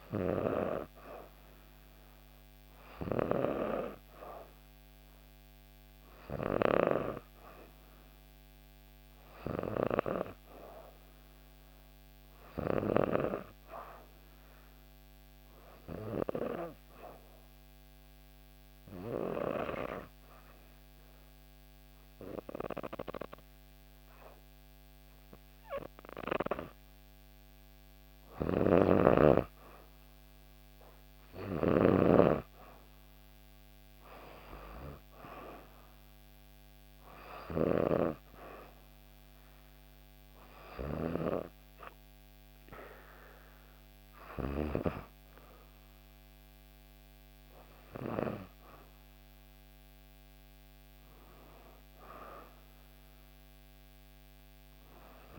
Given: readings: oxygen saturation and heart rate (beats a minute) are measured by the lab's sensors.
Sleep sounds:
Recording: breathing in sleep by a microphone on the trachea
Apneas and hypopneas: 1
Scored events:
16.50-27.50 s: obstructive apnea (oxygen 96% before, 93% lowest, heart rate 65 before, 64 extreme, up 2 after)
28.00-31.50 s: snoring (device-marked)
32.00-36.00 s: arousal
From the record:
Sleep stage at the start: N2 (light sleep)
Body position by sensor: on the back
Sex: female

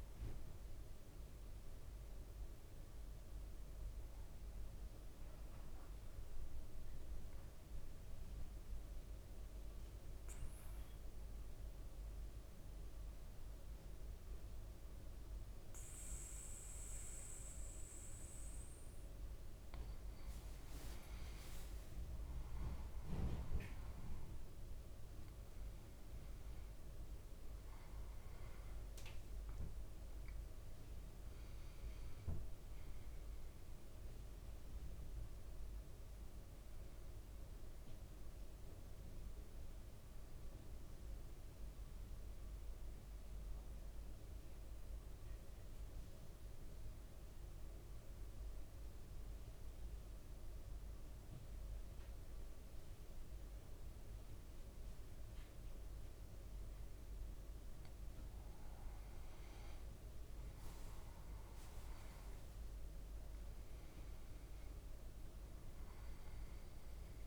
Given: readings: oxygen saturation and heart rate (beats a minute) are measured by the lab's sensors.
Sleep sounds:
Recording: breathing in sleep, hard to hear, by a room microphone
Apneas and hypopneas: 2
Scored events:
4.50-19.00 s: obstructive apnea (oxygen 98% before, 95% lowest, heart rate 58 before, 53 extreme, up 5 after)
19.50-22.00 s: leg movement (device-marked)
21.00-27.00 s: arousal
44.50-57.00 s: central apnea (oxygen 98% before, 95% lowest, heart rate 58 before, 53 extreme, up 7 after)
59.50-62.50 s: leg movement (device-marked)
60.50-64.00 s: arousal
From the record:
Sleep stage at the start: N2 (light sleep)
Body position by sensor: on the back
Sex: male

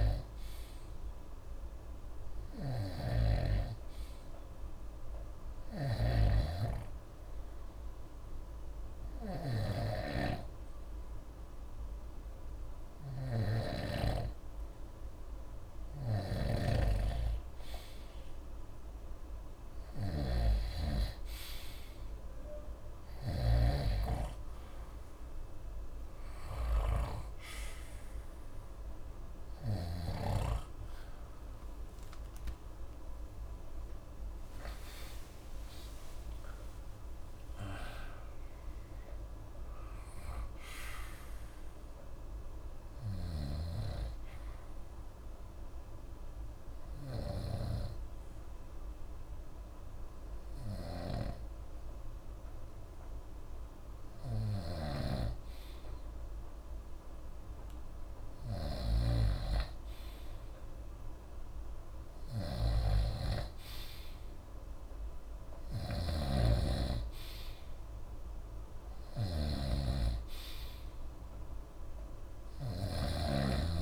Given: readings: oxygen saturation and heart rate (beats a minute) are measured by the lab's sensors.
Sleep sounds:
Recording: breathing in sleep by a room microphone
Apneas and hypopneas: 2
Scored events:
0.00-30.00 s: snoring (device-marked)
6.00-17.50 s: hypopnea (oxygen 95% before, 91% lowest, heart rate 62 before, 63 extreme, up 1 after)
18.50-23.00 s: arousal
35.50-38.50 s: arousal
43.00-73.82 s: snoring (device-marked)
45.50-56.50 s: obstructive apnea (oxygen 94% before, 91% lowest, heart rate 71 before, 54 extreme, up 4 after)
60.50-63.50 s: arousal
From the record:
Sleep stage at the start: N2 (light sleep)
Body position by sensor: on the right side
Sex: male

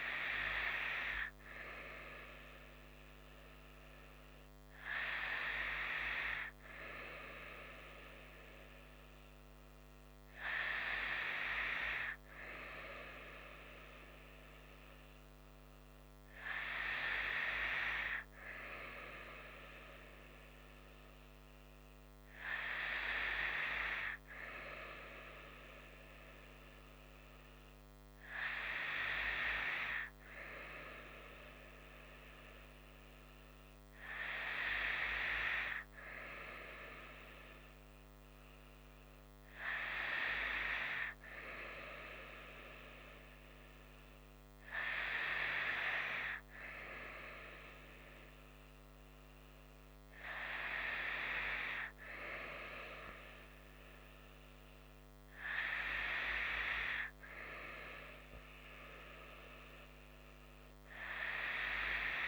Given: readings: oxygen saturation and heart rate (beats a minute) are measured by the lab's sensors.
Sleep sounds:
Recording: breathing in sleep by a microphone on the trachea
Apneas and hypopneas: none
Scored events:
none scored
From the record:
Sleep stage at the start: N2 (light sleep)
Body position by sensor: on the right side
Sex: female

